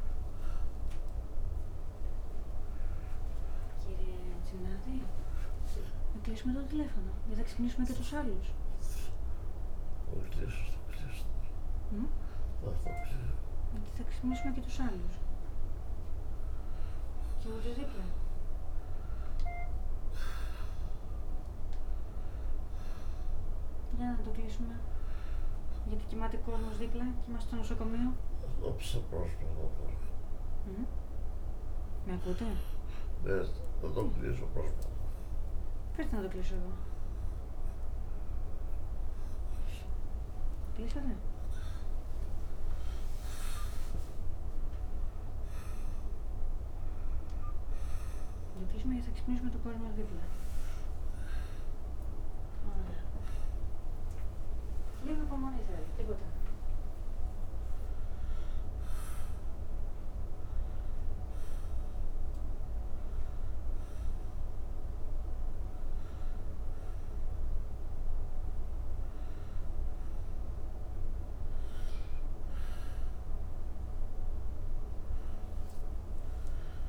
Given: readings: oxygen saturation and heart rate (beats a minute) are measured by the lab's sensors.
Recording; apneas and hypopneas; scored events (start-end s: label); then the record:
a person awake in a sleep study, by a room microphone; none
28.00-33.00 s: snoring (device-marked)
58.50-76.89 s: new sleep stage, N1 (lightest sleep)
From the record:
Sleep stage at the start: awake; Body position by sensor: on the back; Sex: male